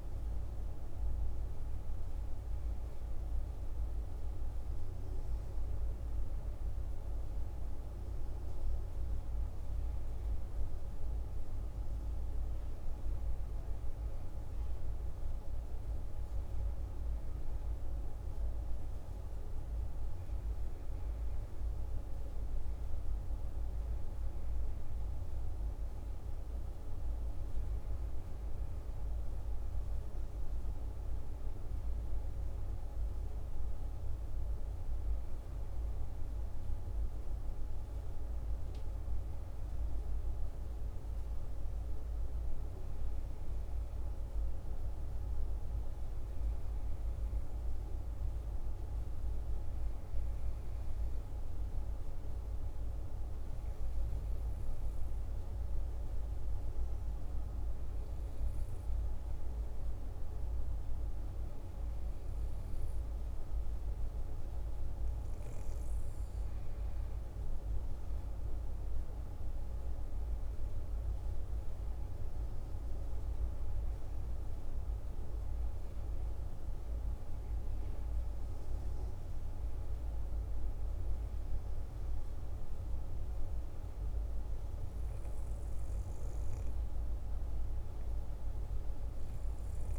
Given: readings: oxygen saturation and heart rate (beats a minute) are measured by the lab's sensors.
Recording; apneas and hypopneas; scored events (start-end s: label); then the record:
breathing in sleep, hard to hear, by a room microphone; none
78.50-89.99 s: new sleep stage, N2 (light sleep)
From the record:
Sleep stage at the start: N1 (lightest sleep); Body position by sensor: on the back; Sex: male